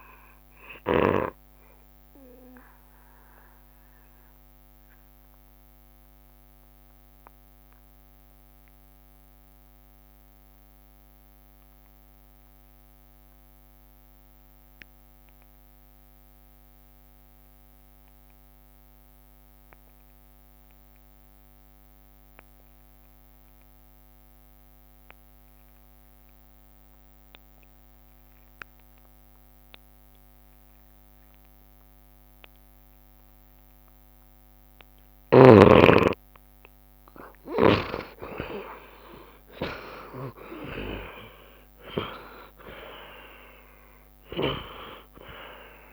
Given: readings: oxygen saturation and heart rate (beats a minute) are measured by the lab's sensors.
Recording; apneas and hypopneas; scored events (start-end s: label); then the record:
breathing in sleep by a microphone on the trachea; 1
0.00-16.50 s: oxygen desaturation (device-marked, oxygen 64% lowest, heart rate 68 extreme)
2.50-33.50 s: obstructive apnea (oxygen 72% before, 64% lowest, heart rate 80 before, 68 extreme, up 16 after)
18.50-45.93 s: oxygen desaturation (device-marked, oxygen 92% before, 67% lowest, heart rate 72 before, 66 extreme)
36.00-40.00 s: arousal
39.50-41.50 s: long interval between heartbeats (device-marked, heart rate 72 before, 86 extreme)
From the record:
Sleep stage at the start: N2 (light sleep); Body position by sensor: on the back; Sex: male